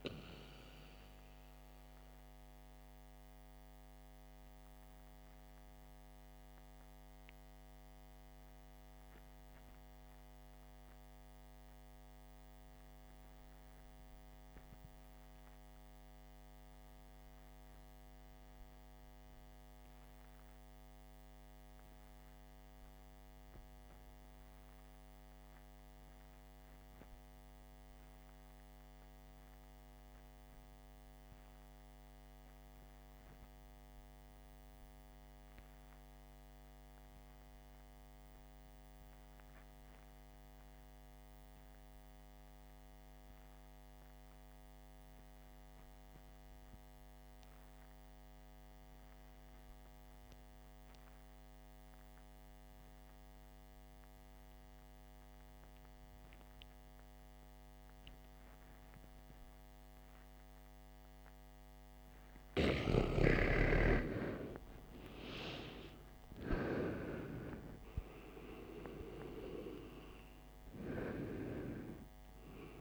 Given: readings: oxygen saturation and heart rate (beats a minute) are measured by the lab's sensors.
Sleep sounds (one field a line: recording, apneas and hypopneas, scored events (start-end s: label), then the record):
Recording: breathing in sleep by a microphone on the trachea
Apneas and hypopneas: 1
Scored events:
3.00-61.50 s: obstructive apnea (oxygen 99% before, 77% lowest, heart rate 62 before, 48 extreme, up 26 after)
26.50-72.81 s: oxygen desaturation (device-marked, oxygen 96% before, 77% lowest, heart rate 60 before, 48 extreme)
65.50-70.00 s: arousal
From the record:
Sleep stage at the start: REM sleep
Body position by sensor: on the back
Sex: male